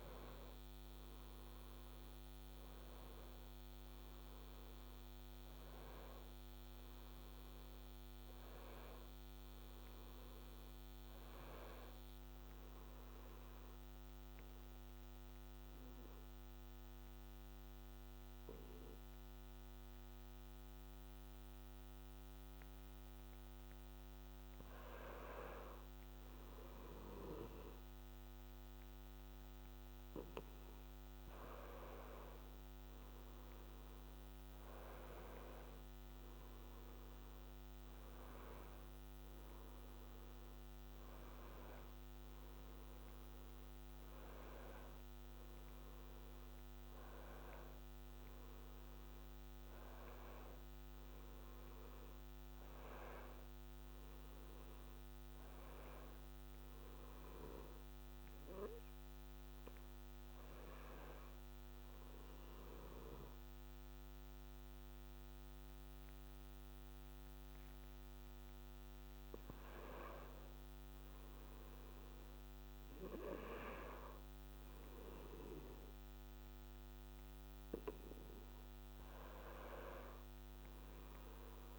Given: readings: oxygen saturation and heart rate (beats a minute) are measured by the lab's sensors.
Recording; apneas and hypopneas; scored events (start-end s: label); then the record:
breathing in sleep by a microphone on the trachea; 2
13.00-23.50 s: obstructive apnea (oxygen 96% before, 93% lowest, heart rate 70 before, 63 extreme, up 3 after)
26.00-30.50 s: arousal
32.00-46.00 s: oxygen desaturation (device-marked, oxygen 97% before, 93% lowest, heart rate 67 before, 66 extreme)
51.00-55.00 s: arousal
58.50-70.50 s: hypopnea (oxygen 96% before, 94% lowest, heart rate 70 before, 63 extreme, up 4 after)
73.00-76.00 s: arousal
From the record:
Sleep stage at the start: N2 (light sleep); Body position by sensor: on the back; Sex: male